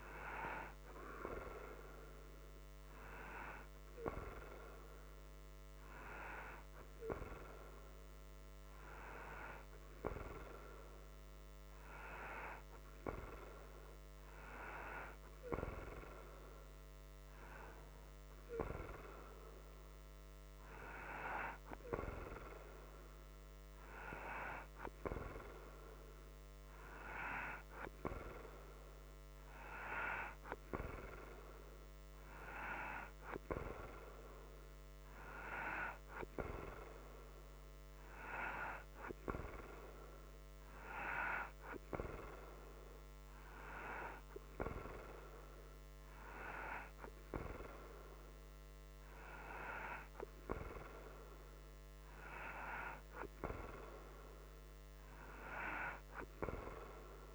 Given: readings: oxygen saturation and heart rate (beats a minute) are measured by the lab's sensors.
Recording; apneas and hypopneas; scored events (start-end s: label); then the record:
breathing in sleep by a microphone on the trachea; none
none scored
From the record:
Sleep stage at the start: N2 (light sleep); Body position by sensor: upright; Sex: male